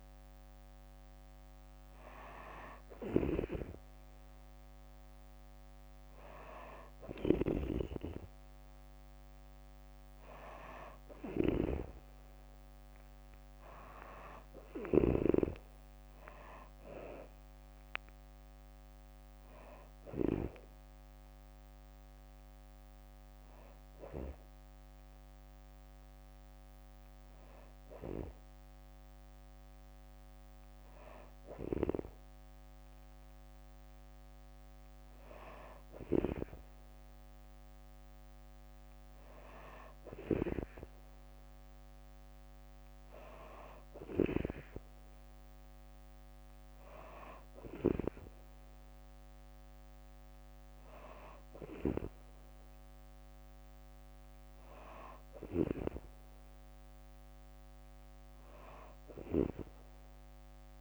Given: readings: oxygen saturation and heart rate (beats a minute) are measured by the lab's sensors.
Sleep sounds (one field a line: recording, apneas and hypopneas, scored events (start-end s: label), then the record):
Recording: breathing in sleep by a microphone on the trachea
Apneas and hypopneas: none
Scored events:
2.50-20.00 s: snoring (device-marked)
13.50-25.50 s: drop in pulse transit time (device-marked, heart rate 66 before, 64 extreme)
From the record:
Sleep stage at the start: N2 (light sleep)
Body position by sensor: on the back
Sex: female